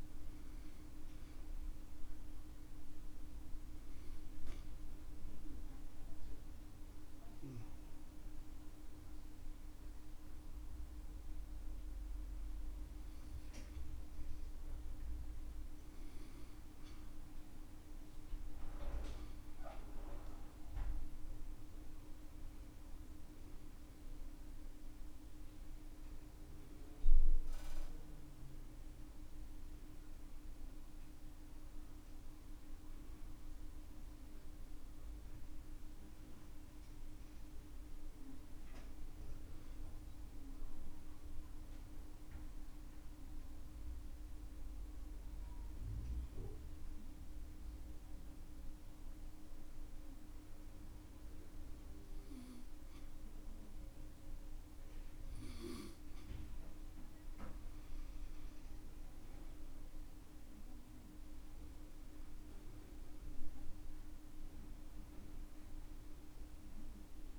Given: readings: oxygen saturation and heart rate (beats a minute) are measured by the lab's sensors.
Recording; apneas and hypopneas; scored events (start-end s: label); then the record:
breathing in sleep, hard to hear, by a room microphone; 2
3.00-15.00 s: obstructive apnea (oxygen 98% before, 92% lowest, heart rate 65 before, 64 extreme, up 6 after)
5.50-20.50 s: oxygen desaturation (device-marked, oxygen 97% before, 93% lowest, heart rate 66 before, 64 extreme)
20.50-25.50 s: arousal
20.50-67.38 s: new sleep stage, N1 (lightest sleep)
44.00-57.50 s: obstructive apnea (oxygen 95% before, 92% lowest, heart rate 67 before, 62 extreme, up 8 after)
60.50-64.50 s: arousal
From the record:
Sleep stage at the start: N2 (light sleep); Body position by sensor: on the back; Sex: male